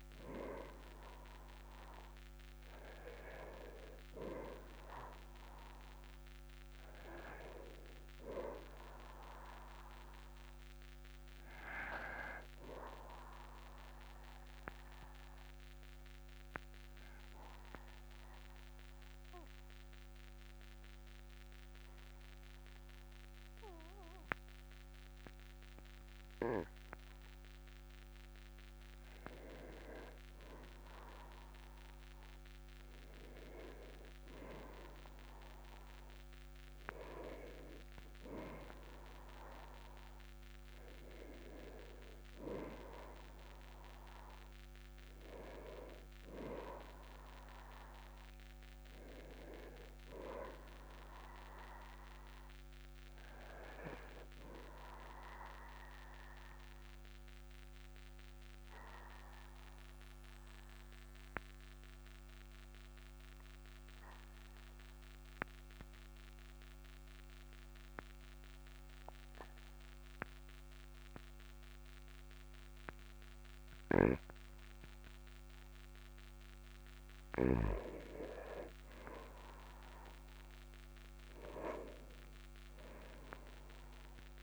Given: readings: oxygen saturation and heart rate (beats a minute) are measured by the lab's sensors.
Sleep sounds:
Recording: breathing in sleep by a microphone on the trachea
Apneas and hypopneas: 2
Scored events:
15.00-28.50 s: obstructive apnea (oxygen 99% before, 96% lowest, heart rate 49 before, 38 extreme, up 15 after)
31.00-35.00 s: arousal
57.00-76.50 s: obstructive apnea (oxygen 98% before, 96% lowest, heart rate 50 before, 44 extreme, up 4 after)
From the record:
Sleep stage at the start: N2 (light sleep)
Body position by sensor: on the back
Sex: male

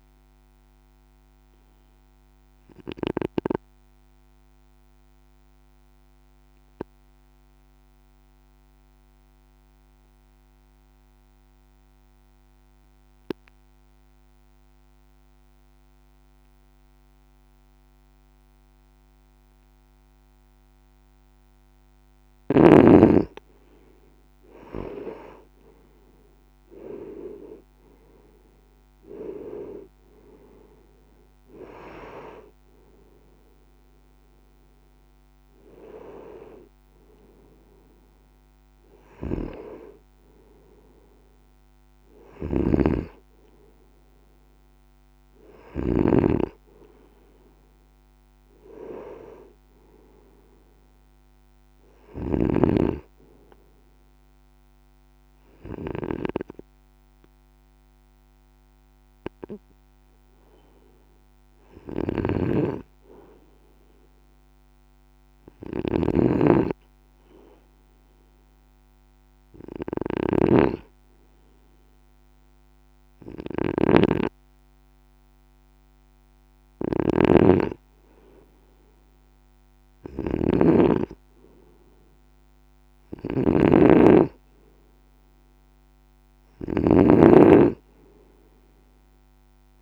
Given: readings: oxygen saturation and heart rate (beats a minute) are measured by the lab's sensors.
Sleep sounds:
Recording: breathing in sleep by a microphone on the trachea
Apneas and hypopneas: 2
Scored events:
0.00-3.50 s: snoring (device-marked)
2.00-22.00 s: obstructive apnea (oxygen 97% before, 91% lowest, heart rate 54 before, 53 extreme, up 8 after)
22.50-57.50 s: oxygen desaturation (device-marked, oxygen 97% before, 91% lowest, heart rate 54 before, 54 extreme)
24.50-27.50 s: arousal
42.50-46.00 s: snoring (device-marked)
52.00-56.00 s: snoring (device-marked)
59.50-62.50 s: arousal
62.00-89.82 s: snoring (device-marked)
65.50-84.00 s: hypopnea (oxygen 97% before, 93% lowest, heart rate 55 before, 54 extreme, up 2 after)
From the record:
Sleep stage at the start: N2 (light sleep)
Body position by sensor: on the right side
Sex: male

